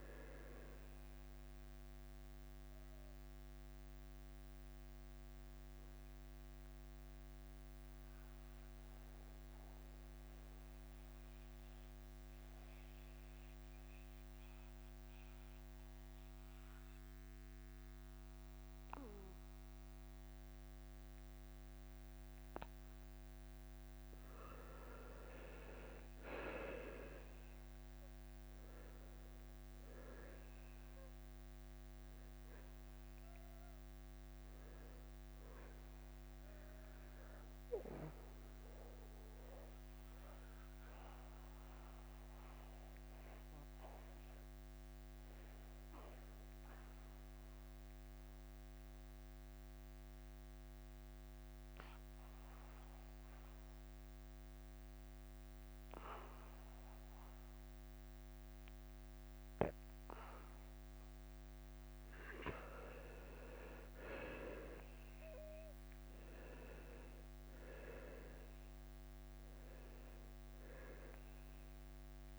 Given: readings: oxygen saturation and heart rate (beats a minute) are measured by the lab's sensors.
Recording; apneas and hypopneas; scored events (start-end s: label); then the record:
breathing in sleep by a microphone on the trachea; 2
0.00-8.50 s: drop in pulse transit time (device-marked, heart rate 82 extreme)
0.00-10.50 s: oxygen desaturation (device-marked, oxygen 94% lowest, heart rate 81 extreme)
4.00-22.50 s: mixed apnea (oxygen 98% before, 91% lowest, heart rate 85 before, 81 extreme)
6.00-8.00 s: long interval between heartbeats (device-marked, heart rate 85 before, 82 extreme)
12.50-22.50 s: oxygen desaturation (device-marked, oxygen 96% before, 92% lowest, heart rate 84 before, 81 extreme)
25.50-38.50 s: drop in pulse transit time (device-marked, heart rate 85 before, 81 extreme)
26.50-31.50 s: arousal
36.50-63.50 s: obstructive apnea (oxygen 97% before, 89% lowest, heart rate 84 before, 77 extreme, up 9 after)
47.50-52.50 s: oxygen desaturation (device-marked, oxygen 96% before, 91% lowest, heart rate 83 before, 77 extreme)
65.00-67.00 s: long interval between heartbeats (device-marked, heart rate 81 before, 82 extreme)
65.50-69.50 s: arousal
66.50-72.39 s: drop in pulse transit time (device-marked, heart rate 81 before, 81 extreme)
66.50-72.39 s: oxygen desaturation (device-marked, oxygen 97% before, 89% lowest, heart rate 81 before, 80 extreme)
From the record:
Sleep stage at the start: N2 (light sleep); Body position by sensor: on the back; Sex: male